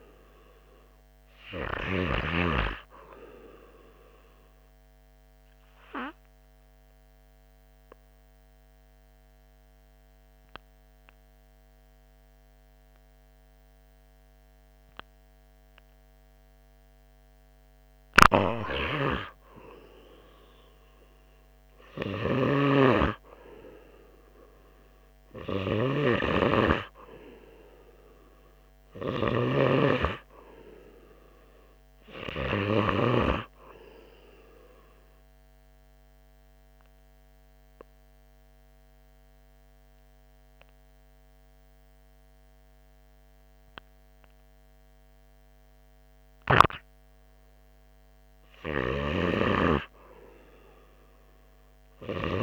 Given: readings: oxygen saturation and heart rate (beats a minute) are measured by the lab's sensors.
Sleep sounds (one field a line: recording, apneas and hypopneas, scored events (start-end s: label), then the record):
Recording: breathing in sleep by a microphone on the trachea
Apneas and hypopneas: 2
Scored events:
0.00-3.00 s: snoring (device-marked)
4.00-19.00 s: obstructive apnea (oxygen 100% before, 95% lowest, heart rate 82 before, 80 extreme, up 5 after)
20.50-25.00 s: arousal
22.50-30.00 s: snoring (device-marked)
31.50-52.42 s: oxygen desaturation (device-marked, oxygen 99% before, 95% lowest, heart rate 83 before, 81 extreme)
35.00-47.00 s: obstructive apnea (oxygen 99% before, 95% lowest, heart rate 83 before, 81 extreme, up 3 after)
50.00-52.42 s: arousal
From the record:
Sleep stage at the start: REM sleep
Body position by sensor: on the right side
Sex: male